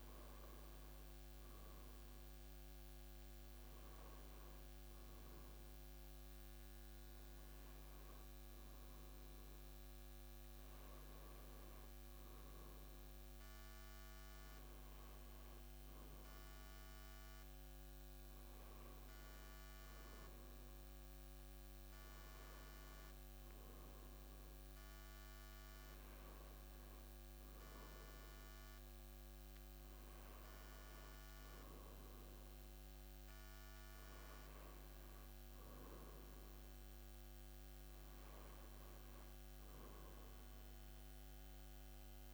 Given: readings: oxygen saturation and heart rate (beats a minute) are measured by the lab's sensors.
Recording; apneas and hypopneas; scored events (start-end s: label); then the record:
breathing in sleep, hard to hear, by a microphone on the trachea; none
none scored
From the record:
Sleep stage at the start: N1 (lightest sleep); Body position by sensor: on the back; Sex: male